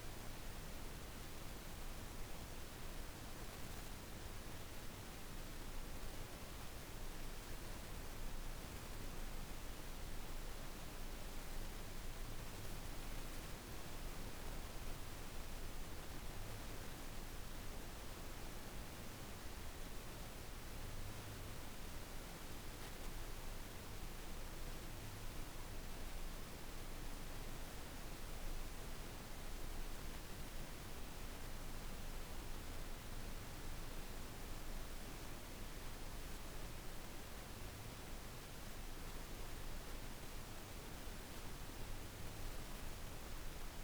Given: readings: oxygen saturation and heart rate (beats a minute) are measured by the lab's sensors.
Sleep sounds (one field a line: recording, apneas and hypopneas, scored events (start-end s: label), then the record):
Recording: breathing in sleep, hard to hear, by a room microphone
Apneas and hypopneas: none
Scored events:
10.50-15.00 s: arousal
From the record:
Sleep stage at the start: N1 (lightest sleep)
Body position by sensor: on the back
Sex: female